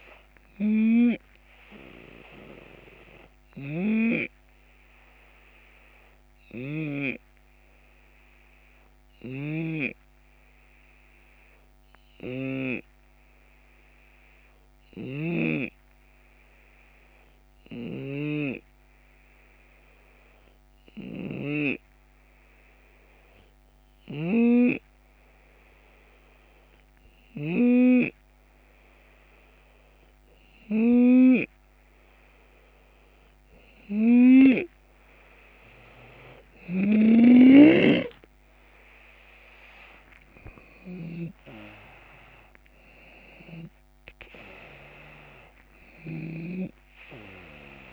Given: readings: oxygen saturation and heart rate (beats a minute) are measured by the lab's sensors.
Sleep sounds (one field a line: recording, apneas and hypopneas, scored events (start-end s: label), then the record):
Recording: breathing in sleep by a microphone on the trachea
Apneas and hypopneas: 1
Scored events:
0.00-6.50 s: snoring (device-marked)
0.00-13.00 s: oxygen desaturation (device-marked, oxygen 89% lowest, heart rate 69 extreme)
1.00-30.50 s: hypopnea (oxygen 94% before, 89% lowest, heart rate 79 before, 69 extreme, up 5 after)
8.50-27.00 s: snoring (device-marked)
36.00-47.93 s: snoring (device-marked)
37.00-47.93 s: drop in pulse transit time (device-marked, heart rate 72 before, 75 extreme)
38.00-42.50 s: arousal
42.00-47.93 s: oxygen desaturation (device-marked, oxygen 92% before, 89% lowest, heart rate 74 before, 71 extreme)
From the record:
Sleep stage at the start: N2 (light sleep)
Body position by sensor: on the left side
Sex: male